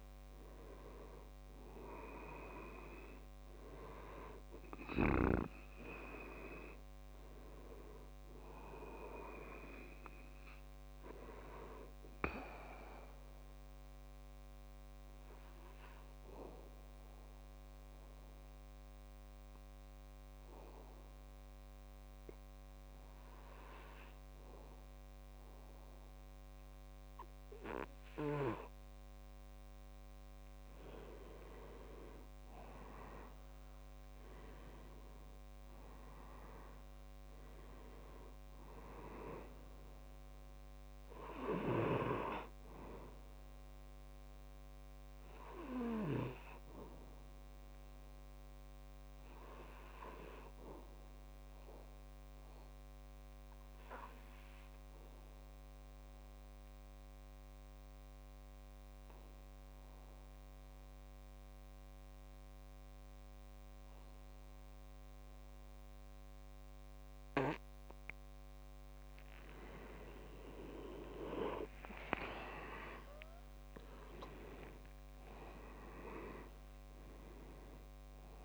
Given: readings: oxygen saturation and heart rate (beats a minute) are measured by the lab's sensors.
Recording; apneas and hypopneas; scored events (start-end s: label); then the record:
breathing in sleep by a microphone on the trachea; 2
0.00-15.00 s: oxygen desaturation (device-marked, oxygen 91% lowest, heart rate 64 extreme)
13.00-29.50 s: obstructive apnea (oxygen 97% before, 89% lowest, heart rate 70 before, 64 extreme, up 5 after)
32.00-36.00 s: arousal
35.00-58.00 s: oxygen desaturation (device-marked, oxygen 98% before, 91% lowest, heart rate 67 before, 66 extreme)
48.50-68.00 s: obstructive apnea (oxygen 98% before, 88% lowest, heart rate 69 before, 65 extreme, up 7 after)
69.00-78.44 s: oxygen desaturation (device-marked, oxygen 98% before, 88% lowest, heart rate 66 before, 64 extreme)
70.50-75.50 s: arousal
From the record:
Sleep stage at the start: N2 (light sleep); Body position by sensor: on the back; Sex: male